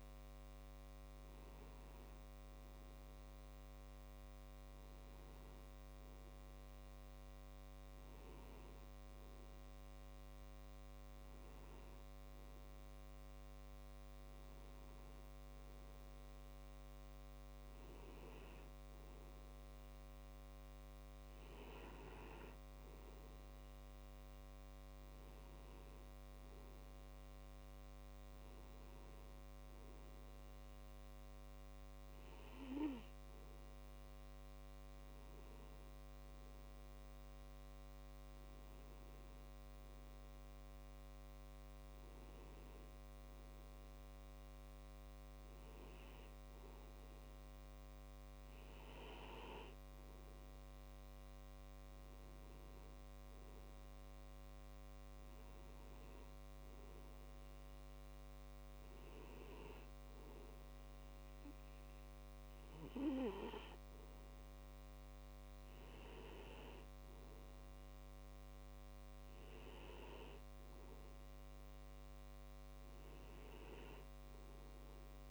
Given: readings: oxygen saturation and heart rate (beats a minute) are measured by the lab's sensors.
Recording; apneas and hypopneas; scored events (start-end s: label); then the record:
breathing in sleep by a microphone on the trachea; none
51.50-75.31 s: new sleep stage, N2 (light sleep)
From the record:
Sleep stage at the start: N1 (lightest sleep); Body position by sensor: on the back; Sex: male